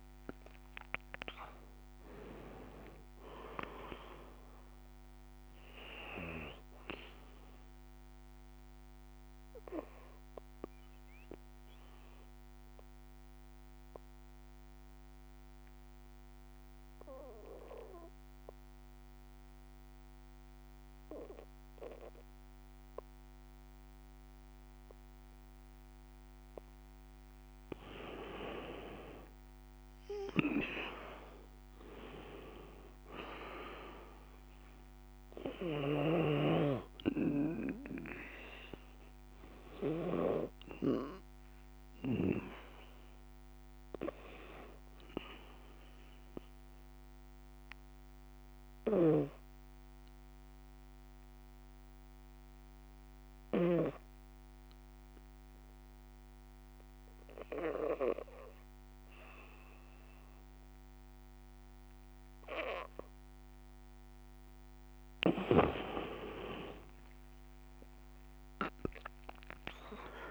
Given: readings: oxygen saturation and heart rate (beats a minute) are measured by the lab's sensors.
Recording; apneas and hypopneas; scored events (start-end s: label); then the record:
breathing in sleep by a microphone on the trachea; 2
2.50-29.50 s: oxygen desaturation (device-marked, oxygen 93% before, 85% lowest, heart rate 66 before, 57 extreme)
8.00-26.00 s: obstructive apnea (oxygen 94% before, 84% lowest, heart rate 67 before, 58 extreme, up 10 after)
27.50-30.50 s: arousal
40.50-60.50 s: oxygen desaturation (device-marked, oxygen 95% before, 84% lowest, heart rate 67 before, 56 extreme)
45.00-63.50 s: obstructive apnea (oxygen 95% before, 81% lowest, heart rate 67 before, 55 extreme, up 8 after)
48.00-53.00 s: snoring (device-marked)
65.00-69.50 s: arousal
From the record:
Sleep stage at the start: N2 (light sleep); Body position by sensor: on the back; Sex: female